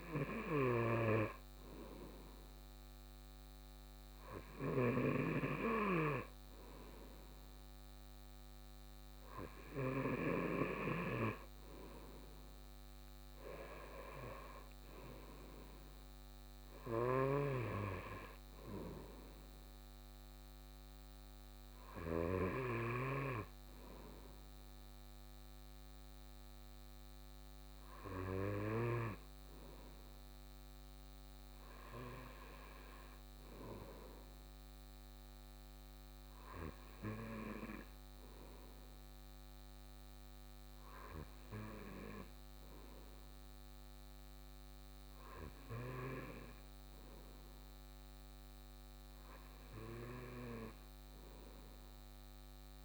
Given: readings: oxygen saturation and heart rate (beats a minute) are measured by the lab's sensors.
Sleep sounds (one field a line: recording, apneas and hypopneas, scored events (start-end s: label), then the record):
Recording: breathing in sleep by a microphone on the trachea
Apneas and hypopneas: none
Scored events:
none scored
From the record:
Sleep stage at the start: N2 (light sleep)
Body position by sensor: on the right side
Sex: male